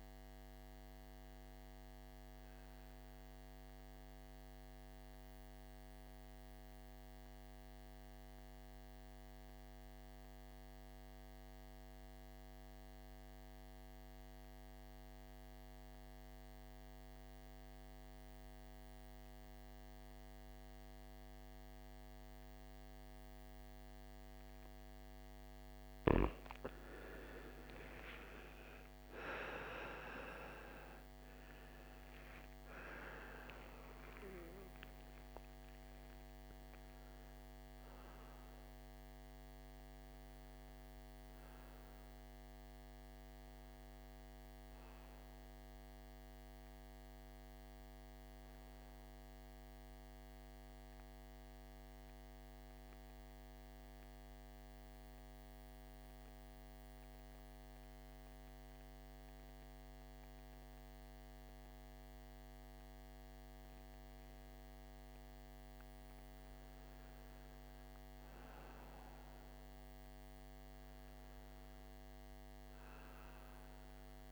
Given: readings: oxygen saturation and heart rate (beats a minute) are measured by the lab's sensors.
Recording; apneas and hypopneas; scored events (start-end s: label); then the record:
breathing in sleep by a microphone on the trachea; 2
0.00-8.00 s: oxygen desaturation (device-marked, oxygen 89% lowest, heart rate 54 extreme)
3.00-25.50 s: mixed apnea (oxygen 97% before, 84% lowest, heart rate 64 before, 54 extreme, up 13 after)
27.00-54.00 s: oxygen desaturation (device-marked, oxygen 97% before, 84% lowest, heart rate 56 before, 53 extreme)
27.50-33.00 s: arousal
50.00-62.50 s: mixed apnea (oxygen 97% before, 87% lowest, heart rate 68 before, 53 extreme, up 6 after)
65.50-70.00 s: arousal
From the record:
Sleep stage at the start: N2 (light sleep); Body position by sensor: on the right side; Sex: male